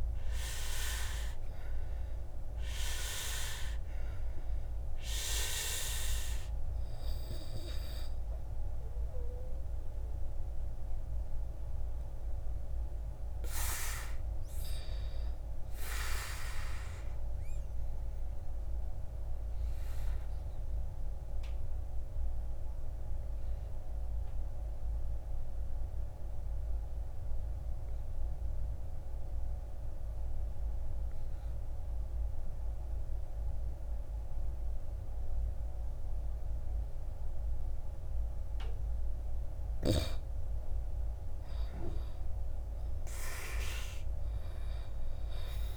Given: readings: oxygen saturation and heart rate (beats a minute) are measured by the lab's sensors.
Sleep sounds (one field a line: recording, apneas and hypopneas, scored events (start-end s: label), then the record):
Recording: breathing in sleep by a room microphone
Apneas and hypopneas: 1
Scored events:
0.00-1.00 s: arousal
0.00-31.50 s: oxygen desaturation (device-marked, oxygen 79% lowest, heart rate 53 extreme)
18.00-39.00 s: obstructive apnea (oxygen 98% before, 79% lowest, heart rate 64 before, 53 extreme, up 14 after)
40.50-44.50 s: arousal
From the record:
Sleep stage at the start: N2 (light sleep)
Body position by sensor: on the back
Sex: male